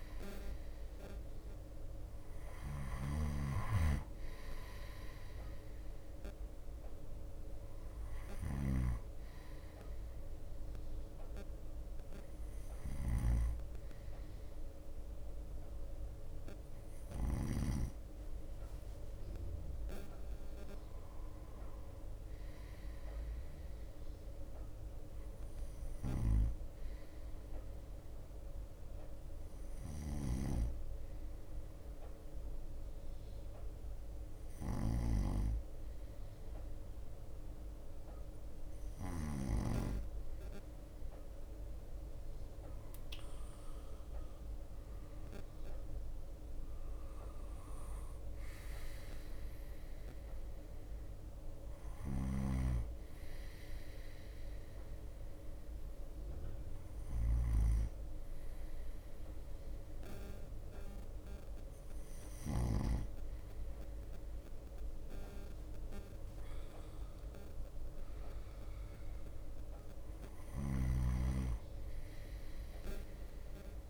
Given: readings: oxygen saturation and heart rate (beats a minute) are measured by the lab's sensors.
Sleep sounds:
breathing in sleep by a room microphone; 2
0.00-3.50 s: arousal
1.50-42.50 s: bradycardia (device-marked, heart rate 58 before, 55 extreme)
3.00-18.00 s: snoring (device-marked)
26.00-39.50 s: snoring (device-marked)
28.50-41.00 s: hypopnea (oxygen 95% before, 93% lowest, heart rate 57 before, 54 extreme, up 6 after)
43.50-47.50 s: arousal
43.50-54.50 s: drop in pulse transit time (device-marked, heart rate 57 before, 54 extreme)
47.50-67.50 s: bradycardia (device-marked, heart rate 58 before, 54 extreme)
55.00-65.50 s: hypopnea (oxygen 95% before, 93% lowest, heart rate 57 before, 54 extreme, up 6 after)
67.50-73.90 s: drop in pulse transit time (device-marked, heart rate 56 before, 57 extreme)
69.00-73.00 s: arousal
70.50-73.90 s: snoring (device-marked)
71.50-73.90 s: bradycardia (device-marked, heart rate 58 before, 54 extreme)
From the record:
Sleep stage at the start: N2 (light sleep); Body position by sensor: on the right side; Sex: male

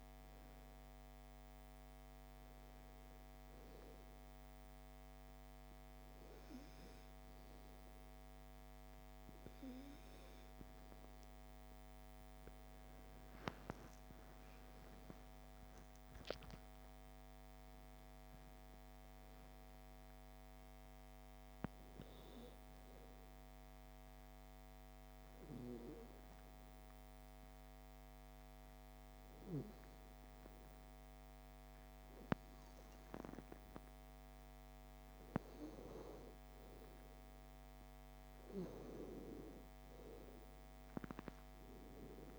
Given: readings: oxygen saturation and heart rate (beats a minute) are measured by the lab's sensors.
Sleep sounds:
breathing in sleep by a microphone on the trachea; 2
0.00-1.00 s: arousal
4.00-14.00 s: obstructive apnea (oxygen 96% before, 93% lowest)
15.00-19.00 s: arousal
23.50-35.50 s: obstructive apnea (oxygen 96% before, 93% lowest)
39.00-42.38 s: arousal
From the record:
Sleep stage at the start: N2 (light sleep); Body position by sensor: on the back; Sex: female

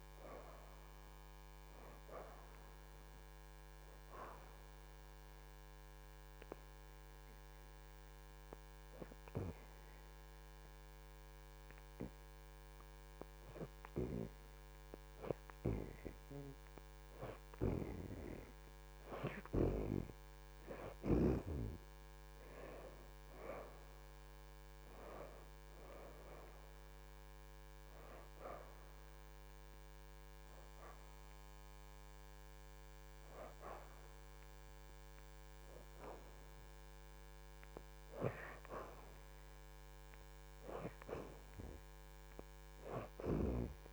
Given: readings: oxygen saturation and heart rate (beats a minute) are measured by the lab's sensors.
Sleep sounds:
breathing in sleep by a microphone on the trachea; 1
0.00-20.00 s: oxygen desaturation (device-marked, oxygen 85% before, 66% lowest, heart rate 80 before, 78 extreme)
4.00-17.50 s: obstructive apnea (oxygen 85% before, 64% lowest, heart rate 80 before, 78 extreme, up 7 after)
21.50-24.50 s: arousal
22.00-43.93 s: oxygen desaturation (device-marked, oxygen 80% before, 64% lowest, heart rate 80 before, 78 extreme)
From the record:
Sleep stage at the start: N2 (light sleep); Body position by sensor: on the back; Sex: female

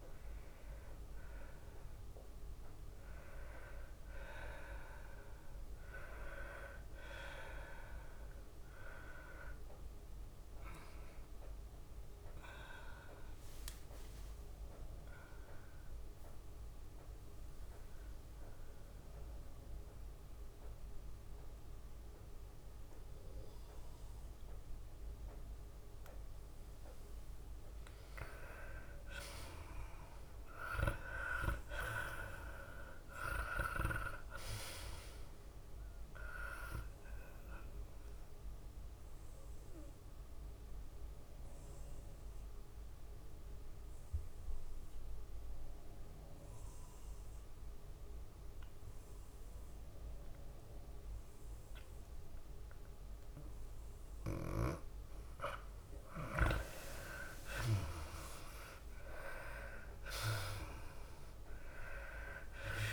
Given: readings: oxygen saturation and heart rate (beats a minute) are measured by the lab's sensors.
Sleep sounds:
breathing in sleep by a room microphone; 2
0.00-46.00 s: tachycardia (device-marked, heart rate 144 extreme)
6.00-25.00 s: oxygen desaturation (device-marked, oxygen 98% before, 91% lowest, heart rate 106 before, 101 extreme)
10.00-14.50 s: arousal
10.00-62.93 s: new sleep stage, N2 (light sleep)
19.00-29.00 s: central apnea (oxygen 98% before, 87% lowest, heart rate 104 before, 97 extreme, up 1 after)
31.00-35.00 s: arousal
35.00-48.00 s: oxygen desaturation (device-marked, oxygen 96% before, 88% lowest, heart rate 103 before, 97 extreme)
39.50-54.00 s: obstructive apnea (oxygen 96% before, 86% lowest, heart rate 103 before, 97 extreme, up 4 after)
57.00-60.50 s: arousal
58.00-62.93 s: tachycardia (device-marked, heart rate 105 before, 104 extreme)
59.00-62.93 s: oxygen desaturation (device-marked, oxygen 97% before, 87% lowest, heart rate 101 before, 94 extreme)
From the record:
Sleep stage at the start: N1 (lightest sleep); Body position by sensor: on the left side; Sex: female

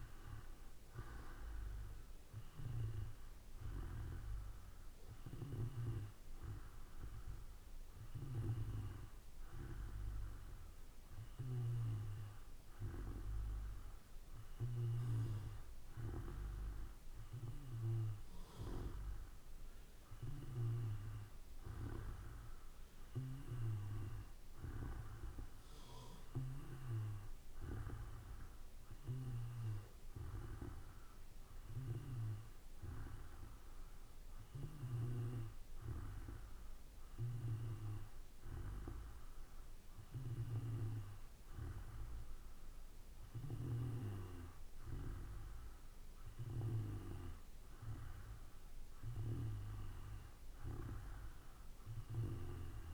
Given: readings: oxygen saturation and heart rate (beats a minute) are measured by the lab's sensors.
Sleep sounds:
breathing in sleep by a room microphone; 1
0.00-7.00 s: oxygen desaturation (device-marked, oxygen 87% lowest, heart rate 55 extreme)
5.50-17.50 s: hypopnea (oxygen 95% before, 92% lowest, heart rate 59 before, 55 extreme, up 2 after)
21.50-25.00 s: arousal
From the record:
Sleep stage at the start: N2 (light sleep); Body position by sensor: on the back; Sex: male

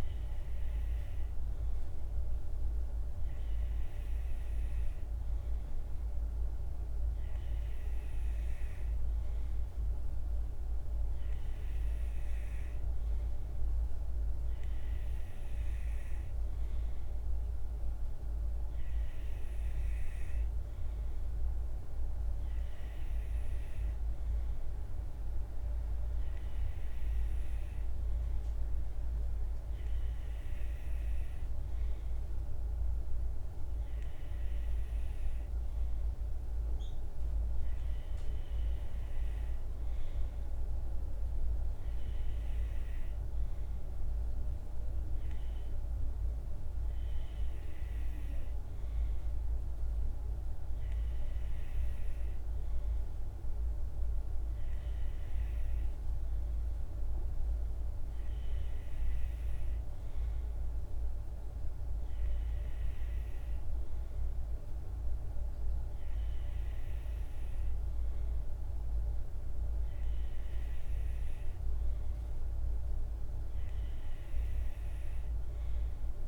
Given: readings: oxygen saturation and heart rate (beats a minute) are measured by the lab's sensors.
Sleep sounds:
breathing in sleep, hard to hear, by a room microphone; none
none scored
From the record:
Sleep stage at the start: N2 (light sleep); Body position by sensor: on the right side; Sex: male

